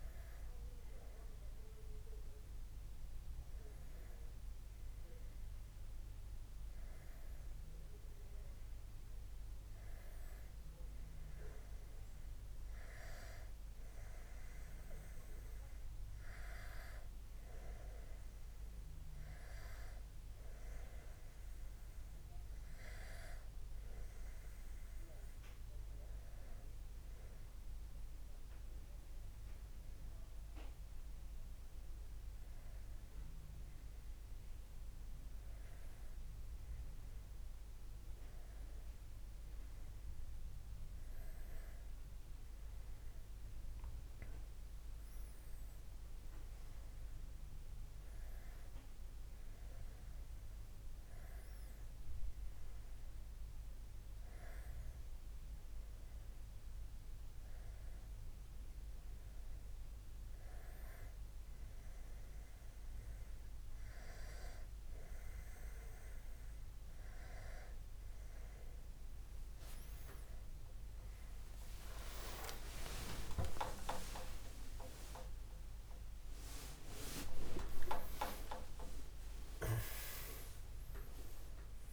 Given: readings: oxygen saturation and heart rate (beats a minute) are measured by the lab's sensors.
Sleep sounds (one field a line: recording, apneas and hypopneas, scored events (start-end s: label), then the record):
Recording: a person awake in a sleep study, by a room microphone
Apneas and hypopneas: none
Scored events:
none scored
From the record:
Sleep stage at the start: awake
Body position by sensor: on the back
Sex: male